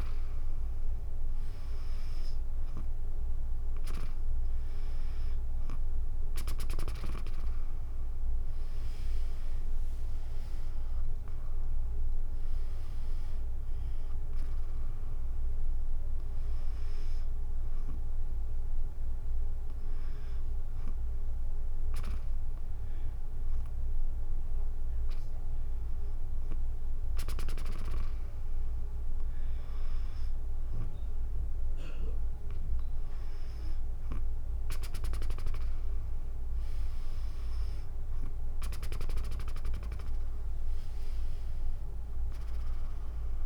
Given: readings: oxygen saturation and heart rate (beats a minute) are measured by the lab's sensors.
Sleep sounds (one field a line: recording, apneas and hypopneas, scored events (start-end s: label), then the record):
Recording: breathing in sleep by a room microphone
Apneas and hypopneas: none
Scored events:
8.00-19.00 s: drop in pulse transit time (device-marked, heart rate 70 before, 71 extreme)
34.50-39.00 s: snoring (device-marked)
37.00-43.46 s: drop in pulse transit time (device-marked, heart rate 63 before, 55 extreme)
40.50-43.46 s: arousal
From the record:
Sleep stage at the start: N2 (light sleep)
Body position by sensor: on the back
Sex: female